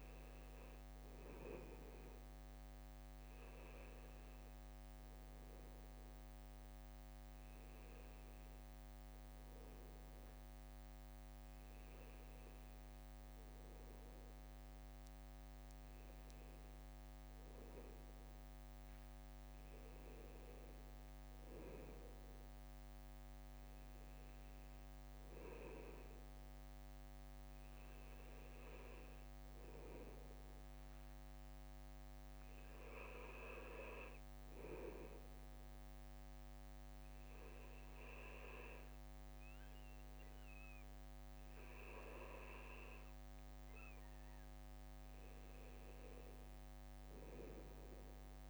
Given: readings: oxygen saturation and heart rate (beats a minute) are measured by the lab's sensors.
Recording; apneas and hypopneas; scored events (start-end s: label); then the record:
breathing in sleep by a microphone on the trachea; none
0.00-48.50 s: bradycardia (device-marked, heart rate 58 extreme)
From the record:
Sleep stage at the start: N2 (light sleep); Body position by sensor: on the back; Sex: male